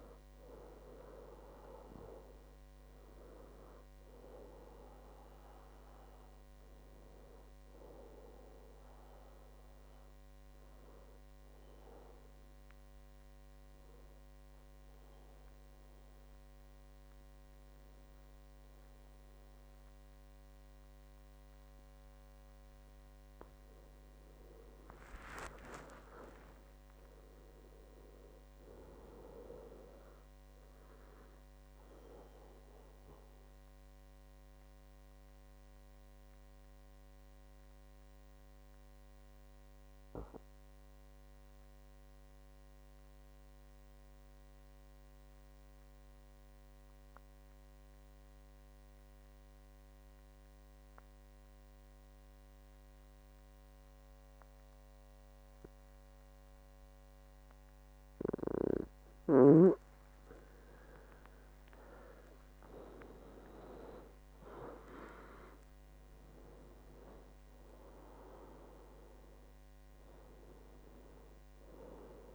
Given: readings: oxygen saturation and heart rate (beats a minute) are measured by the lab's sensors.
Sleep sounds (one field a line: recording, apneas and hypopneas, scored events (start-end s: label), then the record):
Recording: breathing in sleep by a microphone on the trachea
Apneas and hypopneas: 2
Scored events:
0.00-15.50 s: oxygen desaturation (device-marked, oxygen 90% lowest, heart rate 62 extreme)
9.50-23.50 s: hypopnea (oxygen 98% before, 90% lowest, heart rate 76 before, 62 extreme, up 10 after)
24.50-29.50 s: arousal
34.00-58.50 s: obstructive apnea (oxygen 99% before, 91% lowest, heart rate 71 before, 61 extreme, up 17 after)
60.50-65.00 s: arousal
From the record:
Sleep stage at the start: N2 (light sleep)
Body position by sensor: on the back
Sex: male